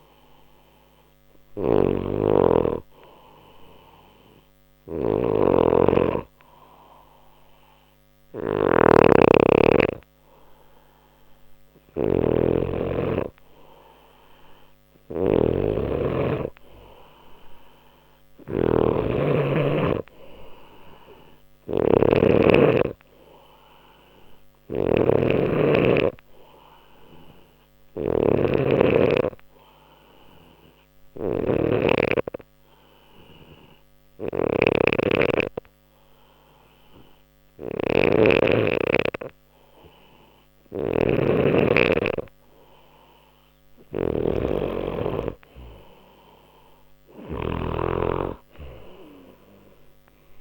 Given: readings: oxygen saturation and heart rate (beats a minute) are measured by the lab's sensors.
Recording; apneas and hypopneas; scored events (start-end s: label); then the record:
breathing in sleep by a microphone on the trachea; 1
0.00-47.50 s: snoring (device-marked)
28.50-42.00 s: obstructive apnea (oxygen 94% before, 91% lowest, heart rate 61 before, 61 extreme, up 1 after)
From the record:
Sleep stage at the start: N2 (light sleep); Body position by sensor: on the back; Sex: male